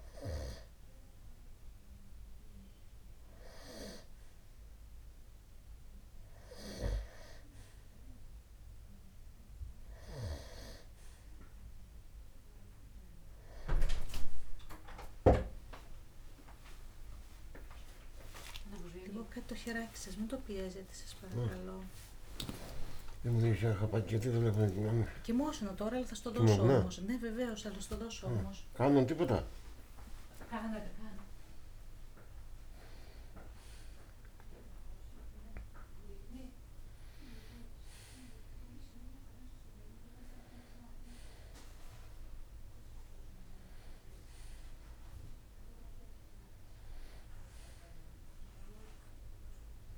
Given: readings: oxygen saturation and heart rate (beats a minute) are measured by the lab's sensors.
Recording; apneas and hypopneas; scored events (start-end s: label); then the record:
a person awake in a sleep study, by a room microphone; none
8.50-38.50 s: new sleep stage, awake
23.50-29.00 s: snoring (device-marked)
38.50-49.98 s: new sleep stage, N1 (lightest sleep)
From the record:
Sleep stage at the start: N2 (light sleep); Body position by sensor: on the right side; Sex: male